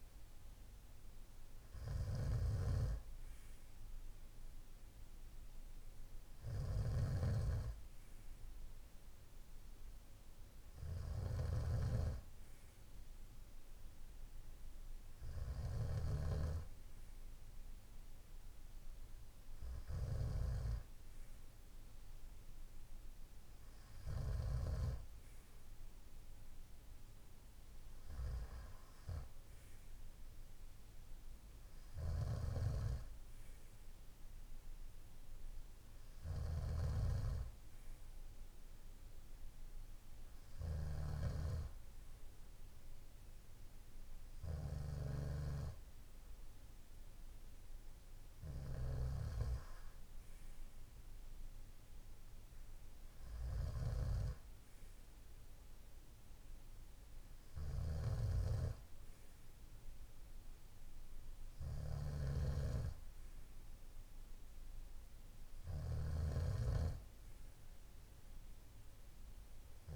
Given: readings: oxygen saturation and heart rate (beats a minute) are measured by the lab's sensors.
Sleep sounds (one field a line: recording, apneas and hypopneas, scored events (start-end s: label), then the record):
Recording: breathing in sleep by a room microphone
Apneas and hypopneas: none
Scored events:
0.00-24.00 s: snoring (device-marked)
31.50-69.95 s: snoring (device-marked)
From the record:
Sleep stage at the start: N2 (light sleep)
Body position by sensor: on the right side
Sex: male